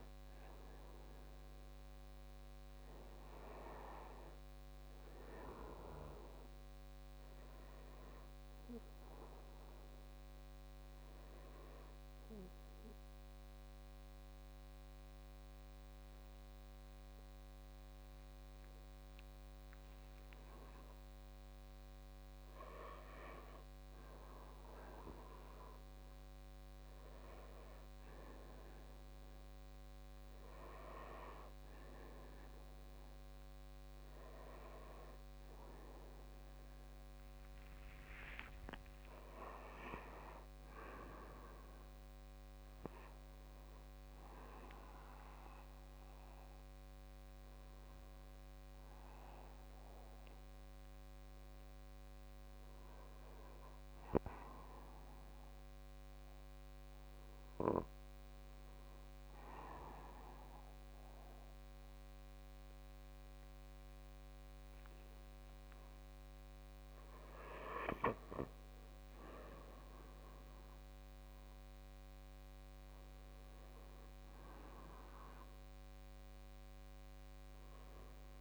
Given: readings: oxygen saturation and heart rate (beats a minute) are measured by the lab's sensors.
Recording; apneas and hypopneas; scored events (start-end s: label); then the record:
breathing in sleep by a microphone on the trachea; 1
11.50-22.50 s: mixed apnea (oxygen 96% before, 94% lowest, heart rate 61 before, 61 extreme, up 7 after)
35.50-39.50 s: arousal
From the record:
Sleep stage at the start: N1 (lightest sleep); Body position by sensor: on the back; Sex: male